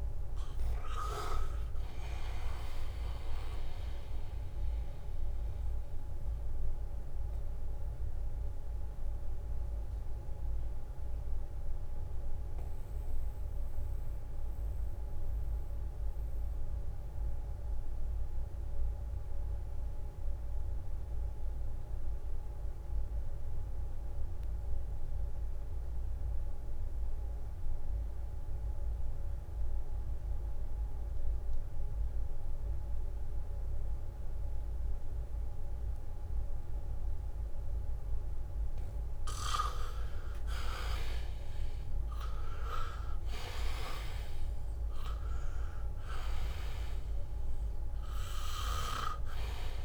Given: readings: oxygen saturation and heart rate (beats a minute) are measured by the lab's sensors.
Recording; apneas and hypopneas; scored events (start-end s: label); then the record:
breathing in sleep by a room microphone; 1
0.00-21.50 s: oxygen desaturation (device-marked, oxygen 82% lowest, heart rate 65 extreme)
4.50-36.50 s: mixed apnea (oxygen 98% before, 82% lowest, heart rate 71 before, 65 extreme, up 0 after)
36.50-49.85 s: oxygen desaturation (device-marked, oxygen 99% before, 82% lowest, heart rate 73 before, 65 extreme)
41.50-46.00 s: arousal
42.50-46.00 s: leg movement (device-marked)
From the record:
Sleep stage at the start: N2 (light sleep); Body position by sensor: on the back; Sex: male